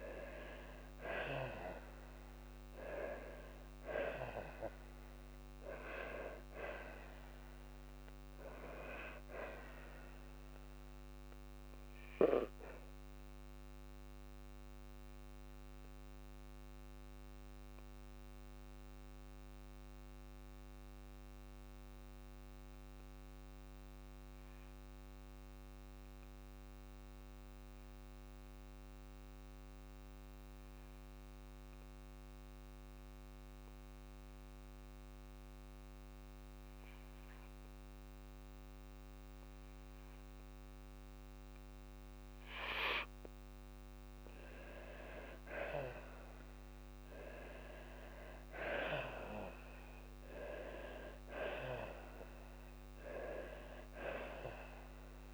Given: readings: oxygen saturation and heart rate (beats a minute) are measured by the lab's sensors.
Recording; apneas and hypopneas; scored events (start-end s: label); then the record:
breathing in sleep by a microphone on the trachea; 1
10.50-41.50 s: obstructive apnea (oxygen 98% before, 90% lowest, heart rate 58 before, 53 extreme, up 8 after)
18.00-37.00 s: oxygen desaturation (device-marked, oxygen 97% before, 91% lowest, heart rate 59 before, 53 extreme)
45.50-49.00 s: arousal
From the record:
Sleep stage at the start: N2 (light sleep); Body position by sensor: on the back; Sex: female